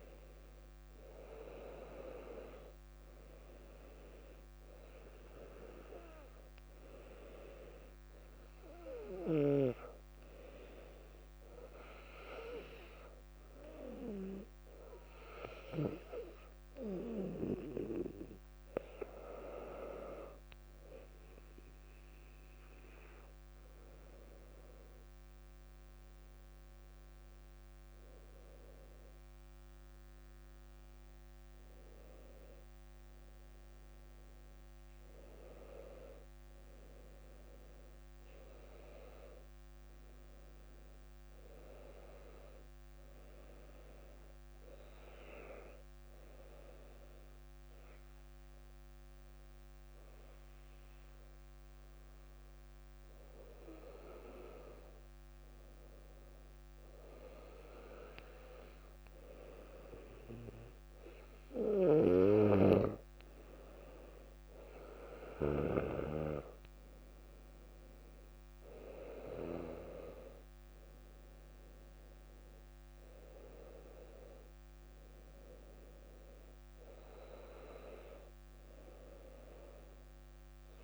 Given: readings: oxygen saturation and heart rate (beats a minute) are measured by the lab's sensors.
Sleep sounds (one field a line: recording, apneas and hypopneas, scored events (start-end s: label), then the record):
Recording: breathing in sleep by a microphone on the trachea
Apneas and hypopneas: 1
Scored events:
39.00-43.00 s: arousal
46.50-56.50 s: obstructive apnea (oxygen 98% before, 95% lowest, heart rate 59 before, 58 extreme, up 3 after)
60.50-64.50 s: arousal
From the record:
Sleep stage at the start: N2 (light sleep)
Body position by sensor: on the back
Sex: female